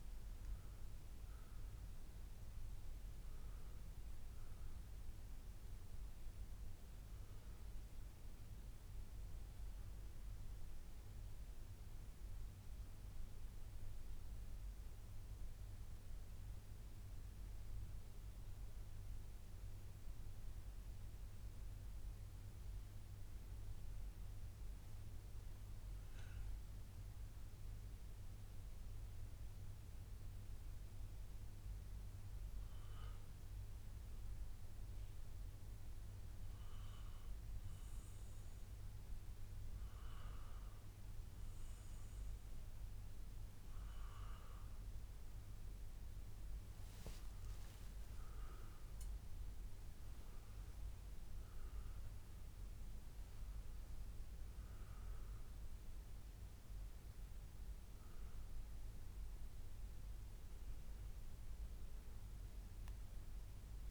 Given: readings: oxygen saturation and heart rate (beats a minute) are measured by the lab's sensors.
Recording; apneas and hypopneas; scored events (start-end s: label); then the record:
breathing in sleep, hard to hear, by a room microphone; 2
9.50-24.00 s: central apnea (oxygen 96% before, 93% lowest, heart rate 140 before, 141 extreme, up 1 after)
25.50-29.50 s: arousal
32.00-44.50 s: obstructive apnea (oxygen 98% before, 94% lowest, heart rate 144 before, 140 extreme, up 0 after)
46.00-50.00 s: arousal
58.50-63.91 s: oxygen desaturation (device-marked, oxygen 97% before, 94% lowest, heart rate 141 before, 142 extreme)
From the record:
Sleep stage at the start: REM sleep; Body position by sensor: on the back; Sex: male